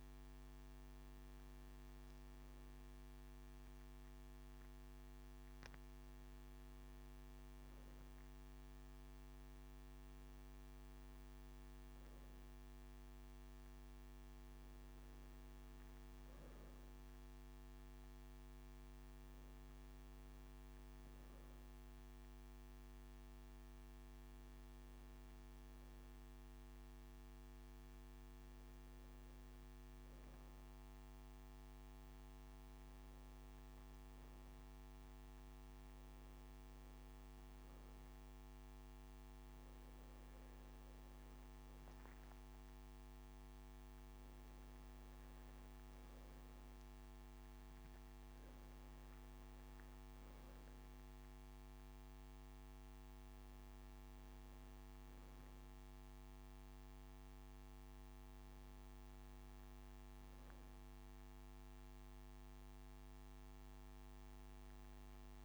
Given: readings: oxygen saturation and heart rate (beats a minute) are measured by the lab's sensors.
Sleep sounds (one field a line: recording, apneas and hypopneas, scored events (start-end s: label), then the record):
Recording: breathing in sleep, hard to hear, by a microphone on the trachea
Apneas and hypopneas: 1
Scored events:
20.00-23.50 s: arousal
26.50-41.00 s: hypopnea (oxygen 97% before, 95% lowest)
42.50-46.50 s: arousal
From the record:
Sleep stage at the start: N2 (light sleep)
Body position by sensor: on the right side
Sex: male